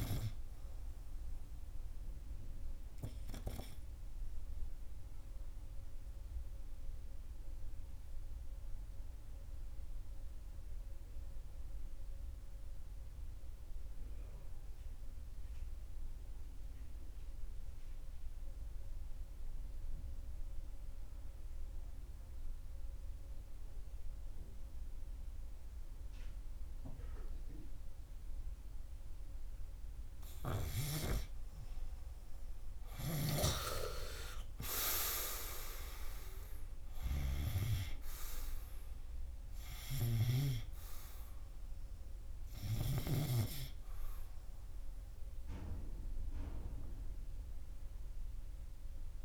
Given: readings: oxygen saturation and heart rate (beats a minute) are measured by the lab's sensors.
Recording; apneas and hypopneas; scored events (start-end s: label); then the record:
breathing in sleep by a room microphone; 1
5.50-30.00 s: obstructive apnea (oxygen 99% before, 93% lowest, heart rate 84 before, 74 extreme, up 5 after)
31.00-34.50 s: arousal
From the record:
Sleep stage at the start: N2 (light sleep); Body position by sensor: on the right side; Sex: male